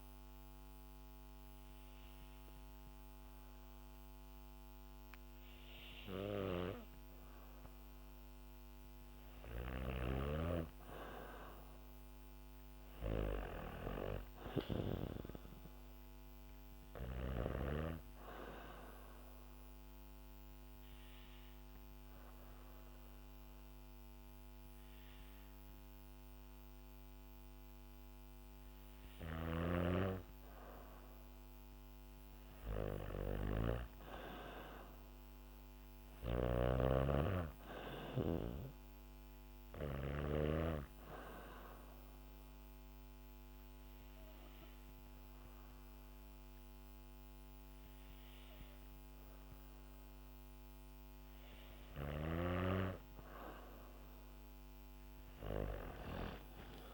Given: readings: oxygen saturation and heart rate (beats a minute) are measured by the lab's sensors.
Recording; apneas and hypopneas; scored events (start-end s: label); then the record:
breathing in sleep by a microphone on the trachea; 2
0.00-8.50 s: oxygen desaturation (device-marked, oxygen 94% lowest, heart rate 62 extreme)
16.50-29.00 s: hypopnea (oxygen 97% before, 94% lowest, heart rate 67 before, 62 extreme, up 6 after)
16.50-30.50 s: oxygen desaturation (device-marked, oxygen 97% before, 94% lowest, heart rate 67 before, 62 extreme)
28.50-39.50 s: snoring (device-marked)
32.00-36.00 s: arousal
40.50-52.50 s: hypopnea (oxygen 97% before, 94% lowest, heart rate 66 before, 59 extreme, up 6 after)
From the record:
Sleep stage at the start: N2 (light sleep); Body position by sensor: on the back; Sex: female